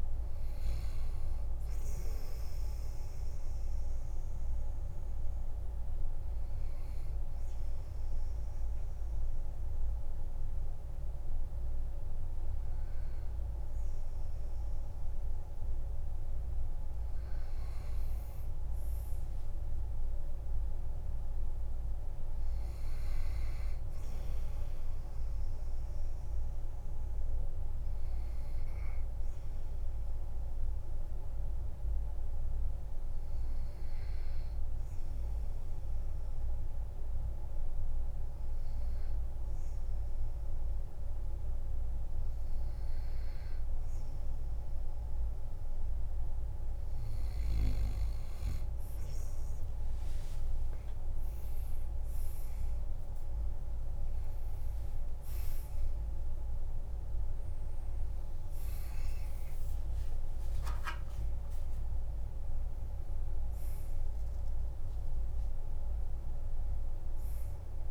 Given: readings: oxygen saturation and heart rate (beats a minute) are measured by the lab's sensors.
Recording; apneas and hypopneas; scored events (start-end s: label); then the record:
breathing in sleep, hard to hear, by a room microphone; 2
0.00-1.50 s: arousal
3.00-16.50 s: hypopnea (oxygen 98% before, 94% lowest, heart rate 64 before, 45 extreme, up 11 after)
18.50-22.50 s: arousal
32.00-47.00 s: obstructive apnea (oxygen 98% before, 94% lowest, heart rate 50 before, 52 extreme, up 17 after)
49.50-67.91 s: oxygen desaturation (device-marked, oxygen 97% before, 94% lowest, heart rate 52 before, 49 extreme)
51.50-55.50 s: arousal
From the record:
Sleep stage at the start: N2 (light sleep); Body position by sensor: on the back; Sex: male